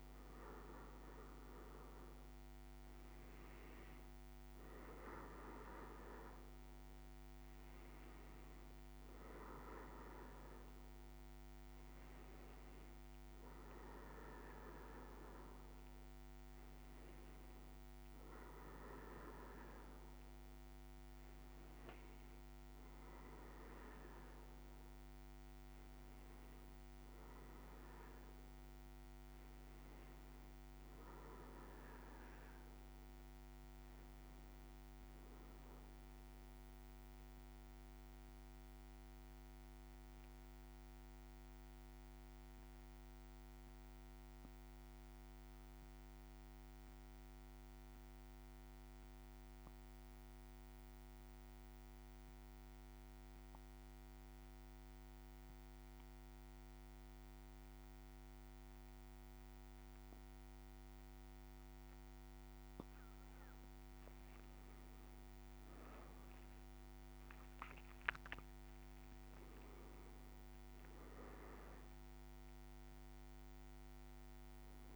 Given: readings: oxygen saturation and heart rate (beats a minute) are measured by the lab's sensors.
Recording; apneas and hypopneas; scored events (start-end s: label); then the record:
breathing in sleep by a microphone on the trachea; 1
0.00-31.50 s: oxygen desaturation (device-marked, oxygen 93% lowest, heart rate 56 extreme)
31.50-34.50 s: arousal
38.00-62.50 s: central apnea (oxygen 100% before, 95% lowest, heart rate 57 before, 56 extreme, up 4 after)
64.00-68.00 s: arousal
68.50-74.96 s: new sleep stage, N1 (lightest sleep)
68.50-74.96 s: oxygen desaturation (device-marked, oxygen 100% before, 96% lowest, heart rate 57 before, 55 extreme)
From the record:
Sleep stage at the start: N2 (light sleep); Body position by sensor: on the back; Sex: male